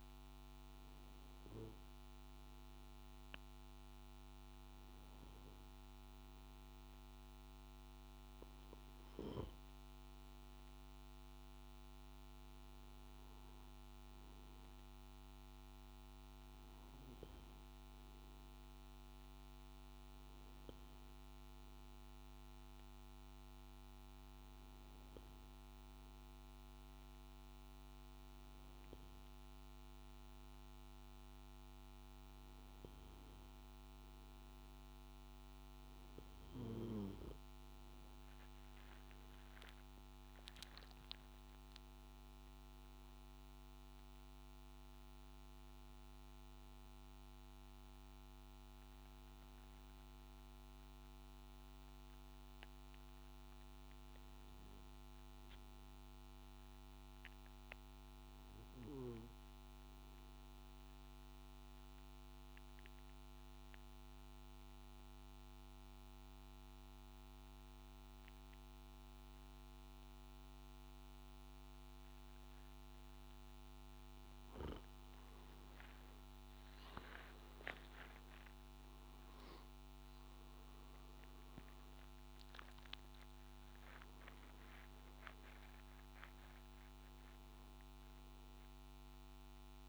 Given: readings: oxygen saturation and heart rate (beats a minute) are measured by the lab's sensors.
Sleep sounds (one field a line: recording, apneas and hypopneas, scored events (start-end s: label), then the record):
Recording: breathing in sleep, hard to hear, by a microphone on the trachea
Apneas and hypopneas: 1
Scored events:
60.00-74.00 s: obstructive apnea (oxygen 95% before, 87% lowest, heart rate 60 before, 55 extreme, up 12 after)
76.50-89.89 s: oxygen desaturation (device-marked, oxygen 96% before, 87% lowest, heart rate 56 before, 54 extreme)
From the record:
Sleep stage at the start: N1 (lightest sleep)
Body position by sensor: on the back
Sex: male